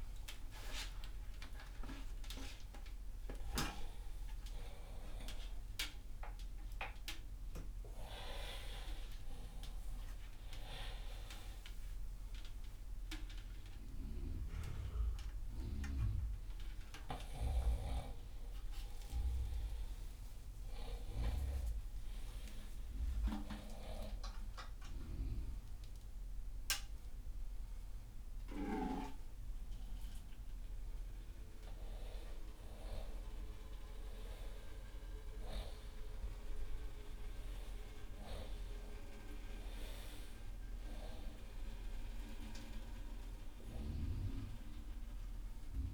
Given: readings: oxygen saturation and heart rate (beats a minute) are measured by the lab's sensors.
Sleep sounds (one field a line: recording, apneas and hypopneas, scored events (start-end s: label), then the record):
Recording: a person partly awake in a sleep study, by a room microphone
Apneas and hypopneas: none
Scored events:
13.50-43.50 s: new sleep stage, N1 (lightest sleep)
43.50-45.94 s: new sleep stage, awake
From the record:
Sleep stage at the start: awake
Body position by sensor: on the front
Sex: male